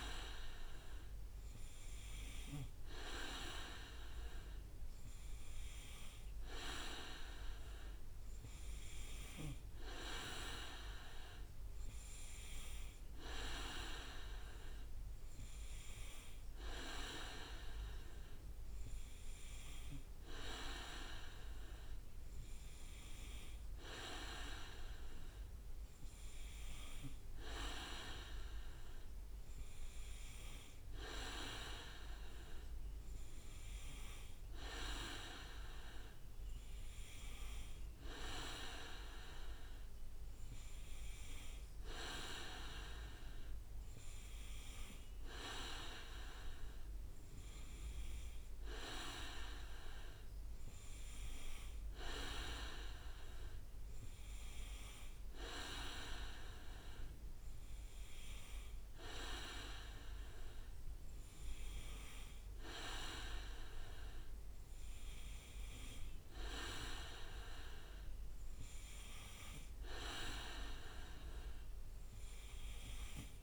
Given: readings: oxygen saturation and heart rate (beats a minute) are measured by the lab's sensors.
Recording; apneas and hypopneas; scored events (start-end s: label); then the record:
breathing in sleep by a room microphone; none
7.50-8.50 s: leg movement (device-marked)
14.50-15.50 s: leg movement (device-marked)
36.00-37.50 s: leg movement (device-marked)
45.50-48.00 s: leg movement (device-marked)
50.00-51.50 s: leg movement (device-marked)
60.50-62.00 s: leg movement (device-marked)
66.50-69.00 s: leg movement (device-marked)
From the record:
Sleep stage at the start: N2 (light sleep); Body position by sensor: on the back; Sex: male